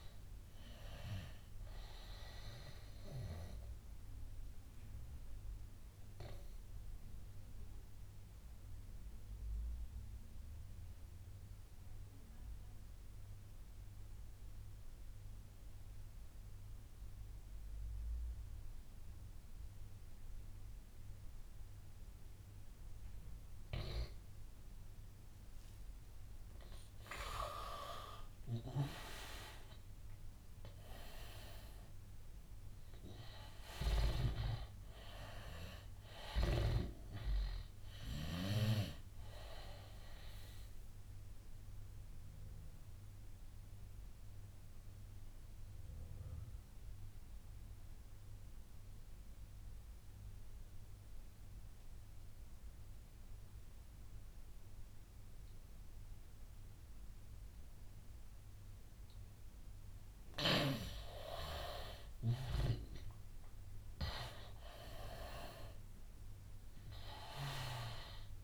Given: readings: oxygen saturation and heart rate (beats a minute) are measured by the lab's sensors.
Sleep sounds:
breathing in sleep by a room microphone; 2
0.00-14.00 s: oxygen desaturation (device-marked, oxygen 86% lowest, heart rate 81 extreme)
3.00-26.00 s: obstructive apnea (oxygen 97% before, 85% lowest, heart rate 90 before, 75 extreme, up 7 after)
26.00-51.00 s: oxygen desaturation (device-marked, oxygen 99% before, 85% lowest, heart rate 85 before, 75 extreme)
27.50-31.50 s: arousal
42.00-59.50 s: obstructive apnea (oxygen 99% before, 85% lowest, heart rate 90 before, 75 extreme, up 11 after)
62.50-66.50 s: arousal
63.00-68.44 s: oxygen desaturation (device-marked, oxygen 99% before, 88% lowest, heart rate 82 before, 86 extreme)
From the record:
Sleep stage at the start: N2 (light sleep); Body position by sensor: on the right side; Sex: male

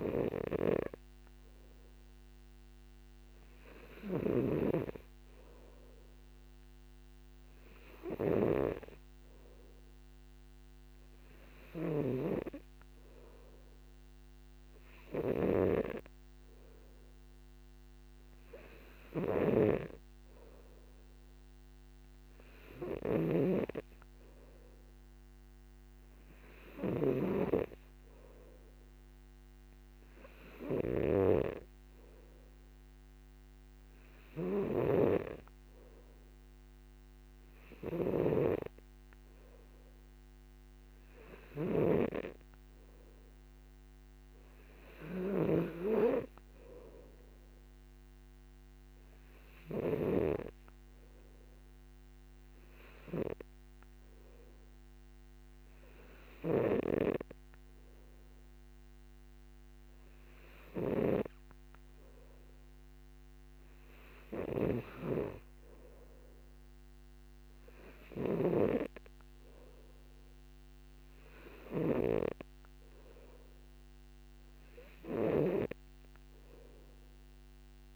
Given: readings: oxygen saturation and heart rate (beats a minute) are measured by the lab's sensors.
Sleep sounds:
breathing in sleep by a microphone on the trachea; none
4.50-50.50 s: snoring (device-marked)
65.00-69.00 s: snoring (device-marked)
From the record:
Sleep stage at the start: N2 (light sleep); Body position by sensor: on the back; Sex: male

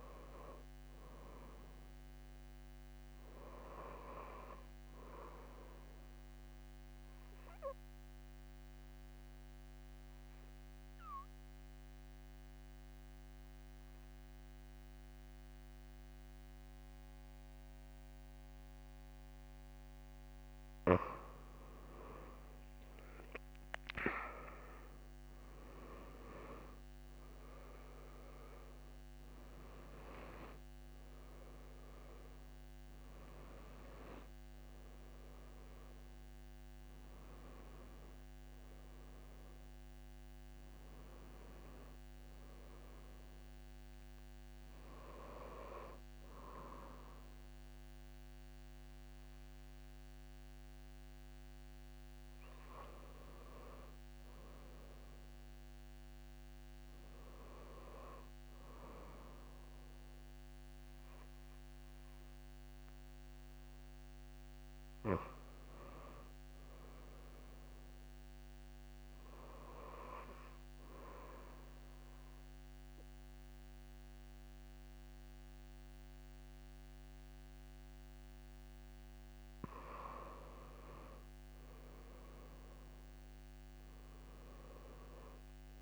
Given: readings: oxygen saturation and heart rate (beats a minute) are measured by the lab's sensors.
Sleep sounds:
breathing in sleep by a microphone on the trachea; 2
0.00-3.00 s: arousal
6.50-20.00 s: obstructive apnea (oxygen 98% before, 89% lowest)
21.50-25.00 s: arousal
26.50-52.50 s: oxygen desaturation (device-marked, oxygen 96% before, 89% lowest)
53.00-56.00 s: arousal
70.00-80.50 s: obstructive apnea (oxygen 98% before, 91% lowest)
82.00-85.82 s: arousal
From the record:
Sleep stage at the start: N2 (light sleep); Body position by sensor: on the back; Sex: female

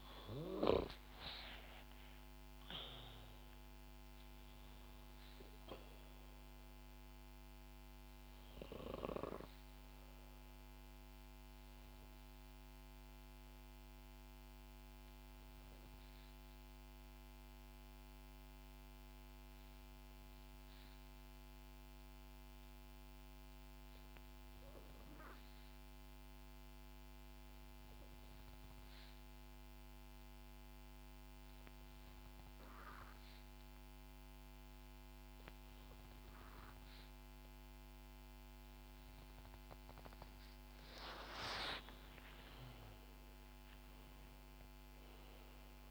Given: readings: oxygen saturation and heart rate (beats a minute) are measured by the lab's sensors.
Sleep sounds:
breathing in sleep by a microphone on the trachea; 1
0.00-1.00 s: arousal
0.00-20.50 s: oxygen desaturation (device-marked, oxygen 87% lowest, heart rate 60 extreme)
12.50-40.00 s: obstructive apnea (oxygen 92% before, 87% lowest, heart rate 68 before, 57 extreme, up 3 after)
36.50-45.91 s: oxygen desaturation (device-marked, oxygen 97% before, 91% lowest, heart rate 63 before, 57 extreme)
41.50-45.50 s: arousal
From the record:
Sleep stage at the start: N2 (light sleep); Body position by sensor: on the back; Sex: female

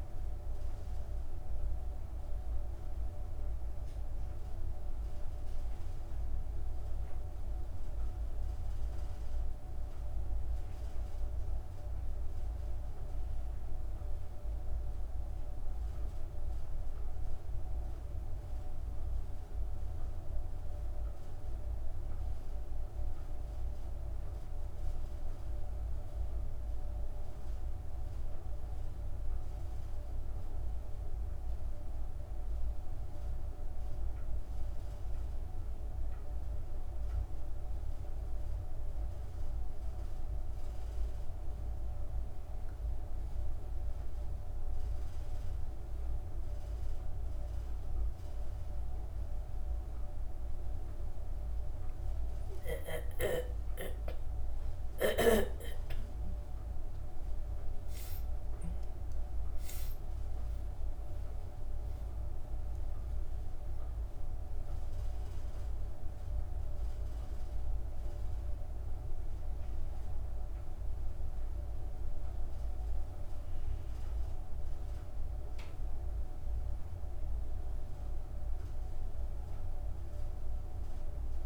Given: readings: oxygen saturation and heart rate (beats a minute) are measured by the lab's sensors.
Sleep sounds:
breathing in sleep, hard to hear, by a room microphone; 1
17.00-30.00 s: hypopnea (oxygen 97% before, 94% lowest, heart rate 75 before, 50 extreme, up 11 after)
30.50-35.00 s: arousal
30.50-81.45 s: new sleep stage, N2 (light sleep)
From the record:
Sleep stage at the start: N1 (lightest sleep); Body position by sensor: on the back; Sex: female

